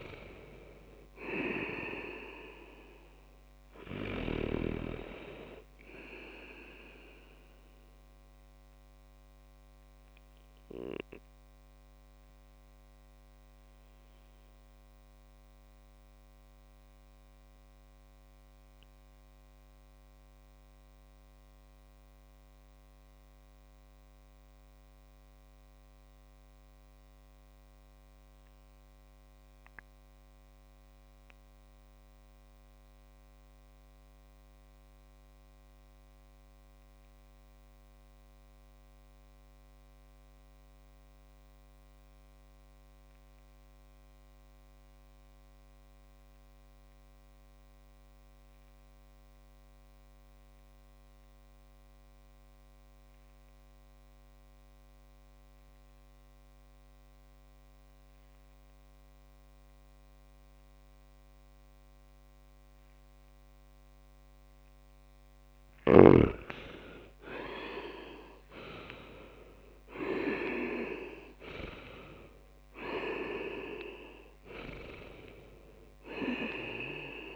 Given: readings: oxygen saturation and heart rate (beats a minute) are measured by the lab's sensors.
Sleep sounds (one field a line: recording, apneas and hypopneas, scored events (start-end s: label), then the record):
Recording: breathing in sleep by a microphone on the trachea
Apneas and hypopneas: 1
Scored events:
7.50-64.00 s: obstructive apnea (oxygen 98% before, 95% lowest)
66.50-70.50 s: arousal
From the record:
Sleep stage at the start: REM sleep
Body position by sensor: on the back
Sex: male